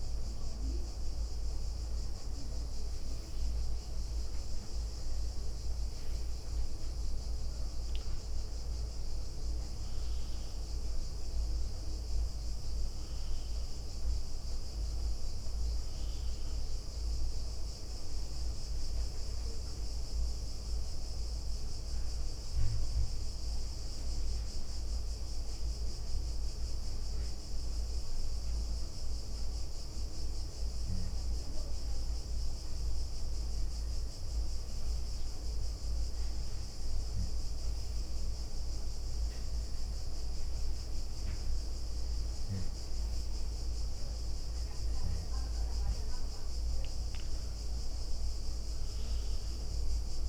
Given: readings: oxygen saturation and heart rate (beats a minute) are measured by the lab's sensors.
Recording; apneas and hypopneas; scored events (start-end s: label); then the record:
breathing in sleep, hard to hear, by a room microphone; none
1.00-3.50 s: leg movement (device-marked)
4.00-6.00 s: leg movement (device-marked)
7.50-10.50 s: leg movement (device-marked)
11.00-13.50 s: leg movement (device-marked)
14.00-16.00 s: leg movement (device-marked)
17.00-19.00 s: leg movement (device-marked)
20.00-22.50 s: leg movement (device-marked)
23.00-26.00 s: leg movement (device-marked)
26.00-28.50 s: leg movement (device-marked)
From the record:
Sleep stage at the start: N2 (light sleep); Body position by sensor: on the right side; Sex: female